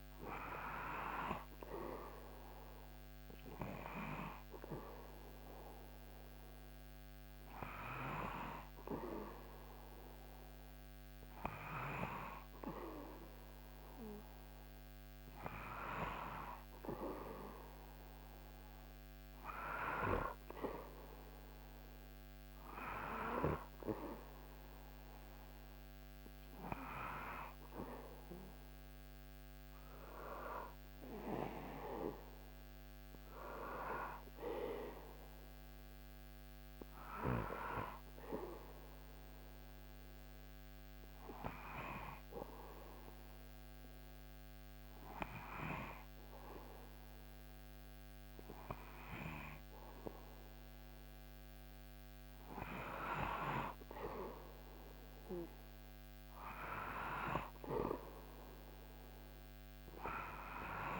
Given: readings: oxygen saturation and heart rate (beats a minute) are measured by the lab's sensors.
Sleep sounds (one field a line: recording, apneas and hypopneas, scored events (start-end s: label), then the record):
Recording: breathing in sleep by a microphone on the trachea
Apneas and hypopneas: 1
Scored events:
26.50-61.00 s: new sleep stage, REM sleep
37.50-52.00 s: obstructive apnea (oxygen 97% before, 95% lowest, heart rate 81 before, 76 extreme, up 2 after)
54.00-58.00 s: arousal
From the record:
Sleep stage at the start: N2 (light sleep)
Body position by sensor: on the back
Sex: male